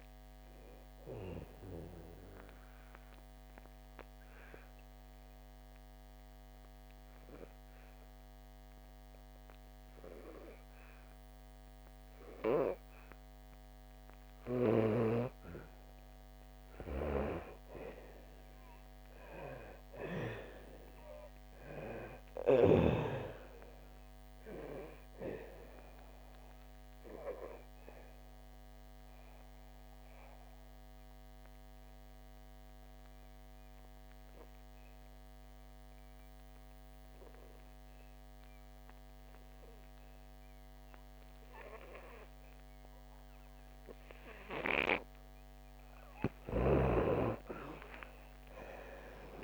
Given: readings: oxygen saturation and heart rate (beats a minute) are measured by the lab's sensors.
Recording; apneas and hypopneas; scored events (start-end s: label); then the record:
breathing in sleep by a microphone on the trachea; 2
0.00-12.50 s: oxygen desaturation (device-marked, oxygen 84% lowest, heart rate 62 extreme)
1.50-15.00 s: obstructive apnea (oxygen 98% before, 82% lowest, heart rate 70 before, 61 extreme, up 8 after)
18.50-21.50 s: arousal
24.50-36.50 s: oxygen desaturation (device-marked, oxygen 98% before, 89% lowest, heart rate 68 before, 61 extreme)
26.50-45.00 s: obstructive apnea (oxygen 98% before, 82% lowest, heart rate 68 before, 60 extreme, up 25 after)
42.50-49.44 s: oxygen desaturation (device-marked, oxygen 98% before, 82% lowest, heart rate 68 before, 60 extreme)
47.50-49.44 s: arousal
From the record:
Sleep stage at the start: N2 (light sleep); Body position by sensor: on the back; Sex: female